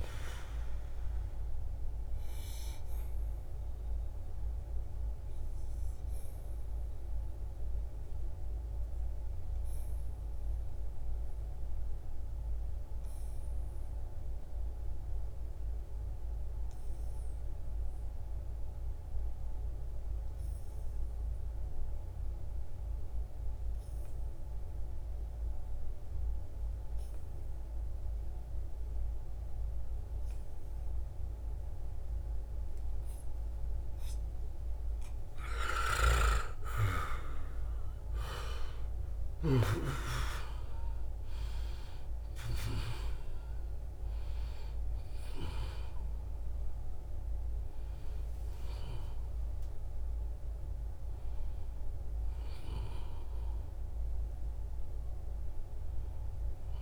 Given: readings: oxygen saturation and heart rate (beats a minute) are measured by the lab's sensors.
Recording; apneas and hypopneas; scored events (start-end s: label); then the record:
breathing in sleep by a room microphone; 1
0.00-12.50 s: oxygen desaturation (device-marked, oxygen 86% lowest, heart rate 66 extreme)
0.50-34.00 s: obstructive apnea (oxygen 95% before, 86% lowest, heart rate 82 before, 67 extreme, up 7 after)
30.50-56.82 s: oxygen desaturation (device-marked, oxygen 96% before, 86% lowest, heart rate 71 before, 68 extreme)
35.50-39.50 s: arousal
From the record:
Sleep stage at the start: N2 (light sleep); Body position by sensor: on the back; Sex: male